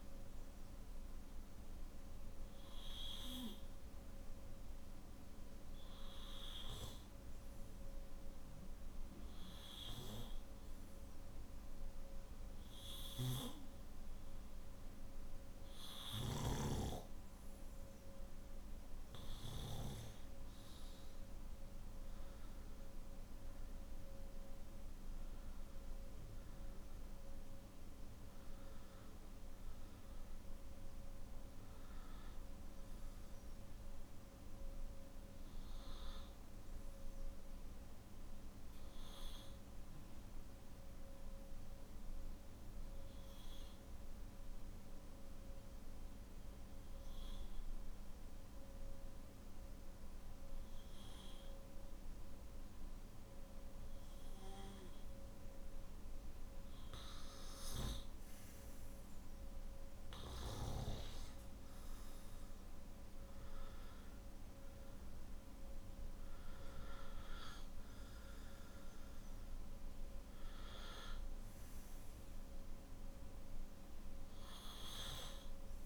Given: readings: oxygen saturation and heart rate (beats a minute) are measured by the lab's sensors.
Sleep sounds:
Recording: breathing in sleep by a room microphone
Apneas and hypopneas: 1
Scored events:
40.00-55.00 s: hypopnea (oxygen 96% before, 92% lowest, heart rate 56 before, 51 extreme, up 7 after)
59.50-75.86 s: oxygen desaturation (device-marked, oxygen 98% before, 92% lowest, heart rate 52 before, 51 extreme)
From the record:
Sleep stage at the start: N3 (deep sleep)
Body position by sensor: on the back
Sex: male

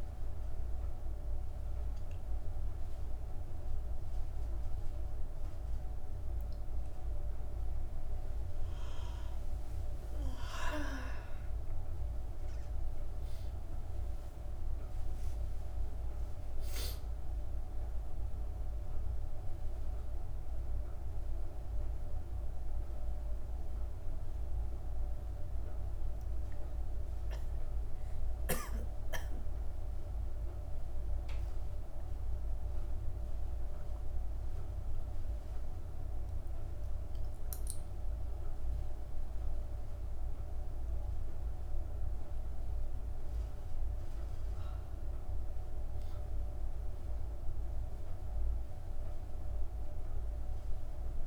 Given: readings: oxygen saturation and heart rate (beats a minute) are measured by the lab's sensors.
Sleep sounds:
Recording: a person awake in a sleep study, hard to hear, by a room microphone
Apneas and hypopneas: none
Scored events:
none scored
From the record:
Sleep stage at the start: awake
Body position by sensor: on the back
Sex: female

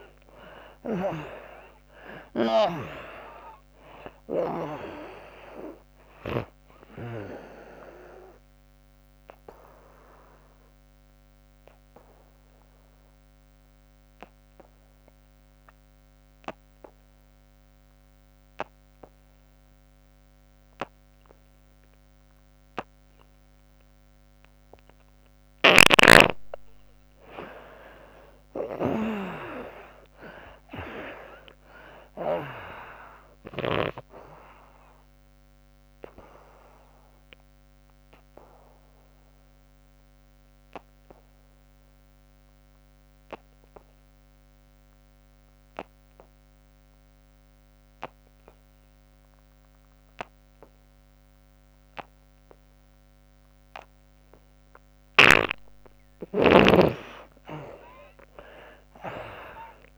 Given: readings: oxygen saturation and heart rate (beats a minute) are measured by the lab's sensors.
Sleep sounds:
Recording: breathing in sleep by a microphone on the trachea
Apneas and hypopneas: 2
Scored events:
0.00-1.00 s: snoring (device-marked)
0.00-2.50 s: arousal
3.50-16.50 s: oxygen desaturation (device-marked, oxygen 97% before, 80% lowest, heart rate 76 before, 66 extreme)
8.50-24.00 s: obstructive apnea (oxygen 97% before, 77% lowest, heart rate 93 before, 64 extreme, up 13 after)
26.00-30.00 s: arousal
32.50-53.50 s: oxygen desaturation (device-marked, oxygen 95% before, 78% lowest, heart rate 69 before, 64 extreme)
36.00-55.50 s: obstructive apnea (oxygen 98% before, 76% lowest, heart rate 72 before, 64 extreme, up 24 after)
55.50-59.98 s: oxygen desaturation (device-marked, oxygen 97% before, 77% lowest, heart rate 71 before, 66 extreme)
58.00-59.98 s: arousal
From the record:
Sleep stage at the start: N2 (light sleep)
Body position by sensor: on the back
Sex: female

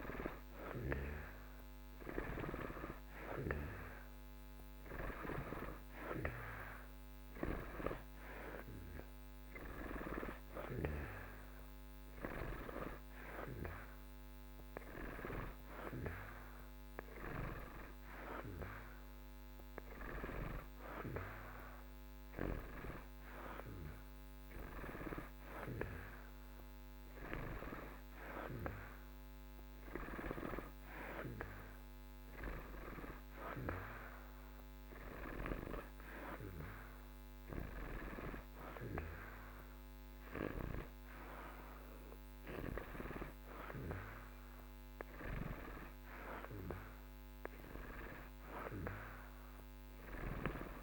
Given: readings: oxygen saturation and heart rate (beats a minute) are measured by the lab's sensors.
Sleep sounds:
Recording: breathing in sleep by a microphone on the trachea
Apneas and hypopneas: none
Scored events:
none scored
From the record:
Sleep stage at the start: N2 (light sleep)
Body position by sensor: on the back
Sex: male

